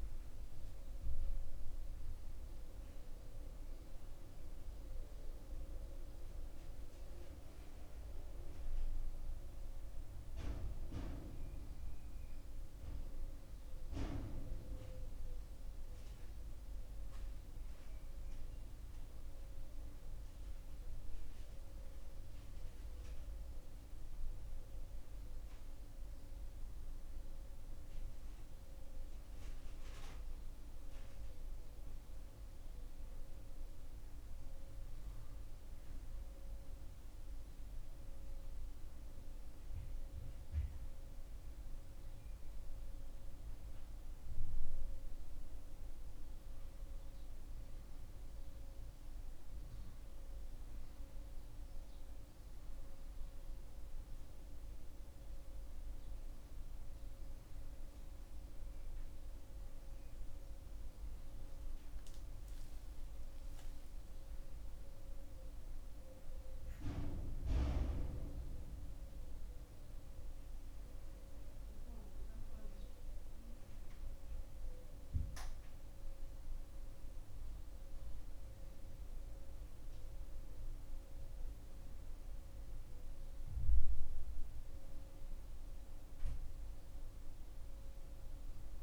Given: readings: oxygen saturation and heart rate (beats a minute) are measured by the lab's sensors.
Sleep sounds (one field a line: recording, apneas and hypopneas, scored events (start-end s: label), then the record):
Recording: a person awake in a sleep study, by a room microphone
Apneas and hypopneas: none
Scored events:
none scored
From the record:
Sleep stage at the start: awake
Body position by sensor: on the back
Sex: male